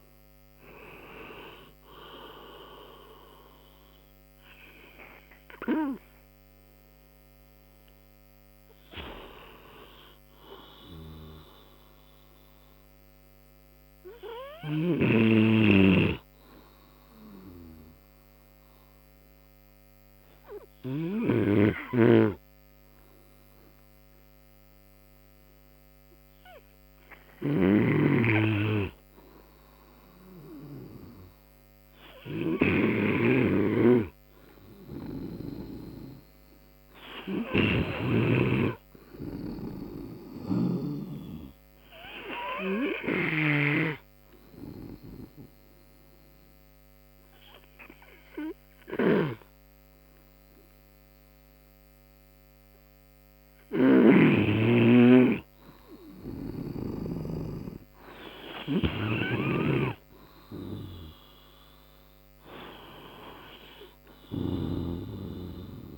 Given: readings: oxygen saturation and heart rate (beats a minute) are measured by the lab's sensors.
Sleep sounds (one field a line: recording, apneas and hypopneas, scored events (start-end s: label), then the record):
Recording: breathing in sleep by a microphone on the trachea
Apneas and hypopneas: 2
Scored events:
0.00-1.00 s: arousal
13.50-33.00 s: obstructive apnea (oxygen 94% before, 89% lowest, heart rate 77 before, 58 extreme, up 12 after)
35.50-38.50 s: arousal
37.50-54.50 s: oxygen desaturation (device-marked, oxygen 98% before, 94% lowest, heart rate 62 before, 59 extreme)
45.00-57.00 s: obstructive apnea (oxygen 98% before, 91% lowest, heart rate 66 before, 59 extreme, up 15 after)
61.50-65.00 s: arousal
64.50-65.98 s: oxygen desaturation (device-marked, oxygen 96% before, 92% lowest, heart rate 68 before, 58 extreme)
From the record:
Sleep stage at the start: N2 (light sleep)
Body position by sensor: on the right side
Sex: male